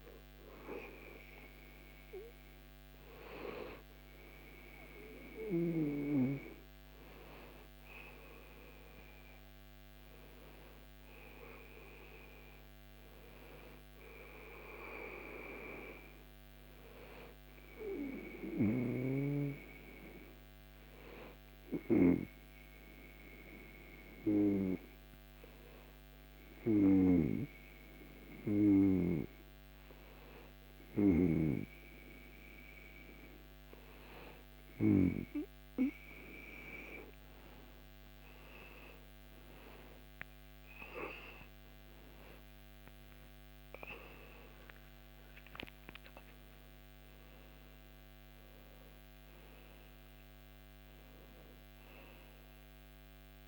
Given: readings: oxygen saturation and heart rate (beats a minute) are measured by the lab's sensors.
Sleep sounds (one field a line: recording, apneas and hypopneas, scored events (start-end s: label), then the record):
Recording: breathing in sleep by a microphone on the trachea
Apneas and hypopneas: none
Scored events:
48.50-53.48 s: new sleep stage, N2 (light sleep)
From the record:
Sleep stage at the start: N1 (lightest sleep)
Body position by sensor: on the back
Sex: male